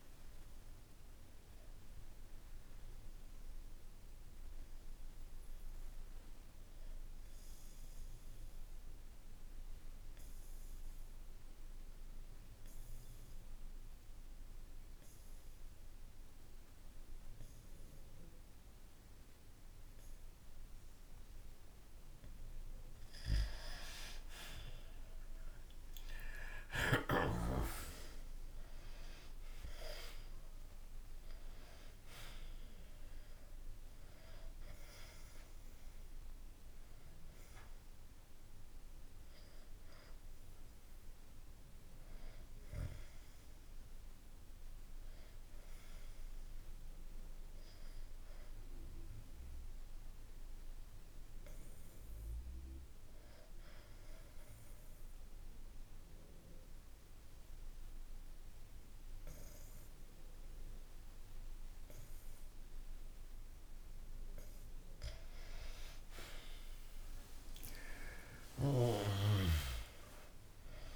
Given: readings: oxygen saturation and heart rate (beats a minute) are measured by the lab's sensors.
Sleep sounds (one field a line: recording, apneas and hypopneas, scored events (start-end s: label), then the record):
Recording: breathing in sleep by a room microphone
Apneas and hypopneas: 2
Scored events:
3.00-22.00 s: obstructive apnea (oxygen 95% before, 91% lowest, heart rate 64 before, 55 extreme, up 3 after)
25.00-31.50 s: arousal
34.50-52.50 s: oxygen desaturation (device-marked, oxygen 98% before, 91% lowest, heart rate 60 before, 60 extreme)
44.00-64.50 s: obstructive apnea (oxygen 98% before, 91% lowest, heart rate 61 before, 60 extreme, up 1 after)
68.00-70.96 s: arousal
From the record:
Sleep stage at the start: N2 (light sleep)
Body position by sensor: on the back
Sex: male